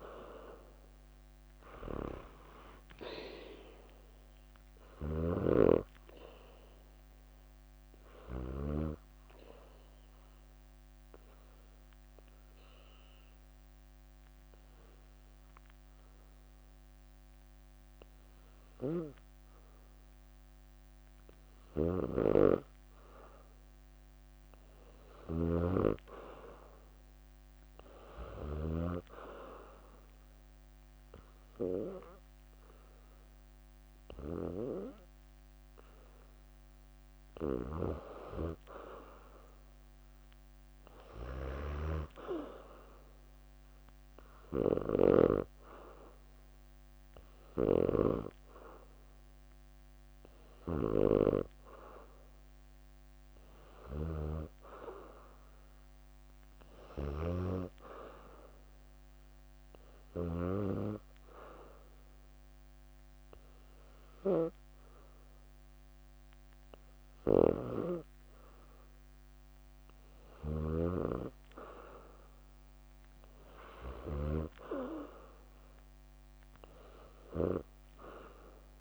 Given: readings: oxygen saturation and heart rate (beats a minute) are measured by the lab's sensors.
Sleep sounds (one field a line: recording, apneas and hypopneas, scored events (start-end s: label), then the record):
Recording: breathing in sleep by a microphone on the trachea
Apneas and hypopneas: 3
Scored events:
0.00-1.00 s: leg movement (device-marked)
0.00-21.50 s: oxygen desaturation (device-marked, oxygen 89% lowest, heart rate 57 extreme)
8.00-18.00 s: obstructive apnea (oxygen 97% before, 89% lowest, heart rate 66 before, 57 extreme, up 7 after)
10.50-17.50 s: bradycardia (device-marked, heart rate 66 before, 58 extreme)
22.00-26.00 s: arousal
28.50-42.50 s: oxygen desaturation (device-marked, oxygen 97% before, 92% lowest, heart rate 62 before, 63 extreme)
29.50-39.50 s: obstructive apnea (oxygen 97% before, 91% lowest, heart rate 62 before, 64 extreme, up 1 after)
43.50-46.00 s: leg movement (device-marked)
45.50-50.00 s: arousal
60.00-70.00 s: obstructive apnea (oxygen 95% before, 91% lowest, heart rate 66 before, 63 extreme, up 6 after)
72.00-76.00 s: arousal
73.00-74.50 s: leg movement (device-marked)
76.00-78.00 s: leg movement (device-marked)
77.50-78.81 s: oxygen desaturation (device-marked, oxygen 94% before, 91% lowest, heart rate 66 before, 63 extreme)
From the record:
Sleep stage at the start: N2 (light sleep)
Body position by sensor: on the back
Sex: female